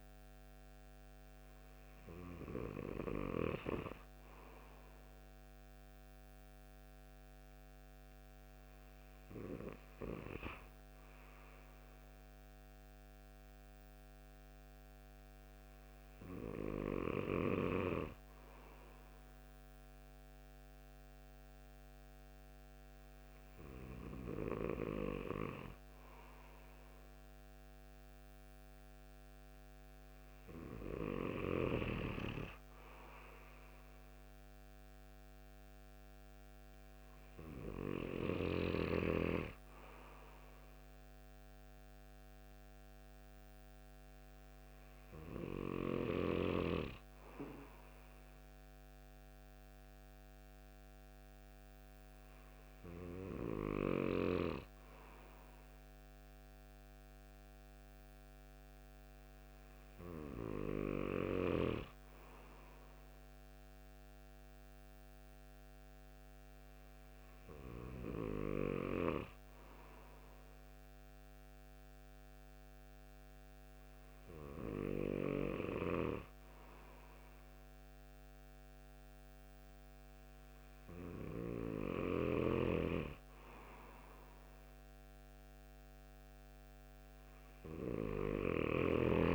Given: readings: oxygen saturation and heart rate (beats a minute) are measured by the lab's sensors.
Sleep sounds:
breathing in sleep by a microphone on the trachea; none
82.00-88.50 s: snoring (device-marked)
From the record:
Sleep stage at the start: N2 (light sleep); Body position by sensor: on the right side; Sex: male

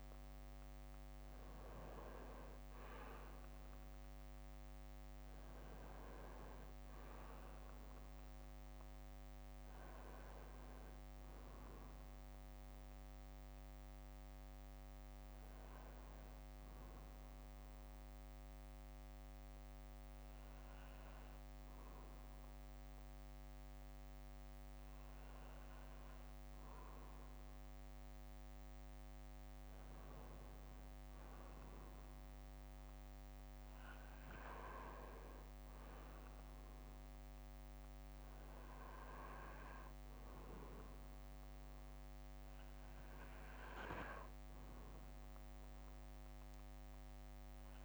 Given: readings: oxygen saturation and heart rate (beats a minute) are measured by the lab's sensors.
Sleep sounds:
breathing in sleep by a microphone on the trachea; 1
0.00-1.50 s: arousal
16.00-18.00 s: bradycardia (device-marked, heart rate 64 before, 60 extreme)
17.50-28.50 s: obstructive apnea (oxygen 96% before, 94% lowest, heart rate 63 before, 59 extreme, up 2 after)
20.00-23.00 s: bradycardia (device-marked, heart rate 64 before, 59 extreme)
31.00-34.00 s: arousal
43.00-47.85 s: bradycardia (device-marked, heart rate 64 before, 59 extreme)
From the record:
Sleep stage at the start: N2 (light sleep); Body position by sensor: on the back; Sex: male

